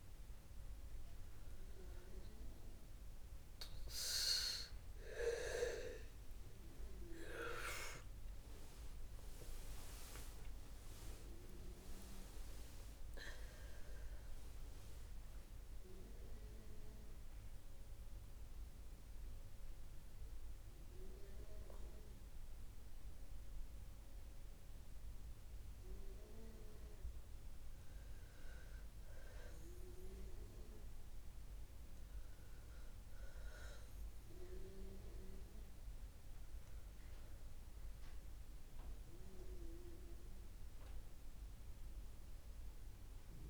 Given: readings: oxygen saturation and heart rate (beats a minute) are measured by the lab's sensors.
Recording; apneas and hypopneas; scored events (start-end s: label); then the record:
breathing in sleep by a room microphone; 1
2.00-6.50 s: arousal
15.50-26.50 s: central apnea (oxygen 95% before, 91% lowest, heart rate 62 before, 57 extreme, up 3 after)
29.00-33.50 s: arousal
37.00-43.50 s: oxygen desaturation (device-marked, oxygen 99% before, 91% lowest, heart rate 59 before, 59 extreme)
From the record:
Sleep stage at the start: N2 (light sleep); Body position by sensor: on the back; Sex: female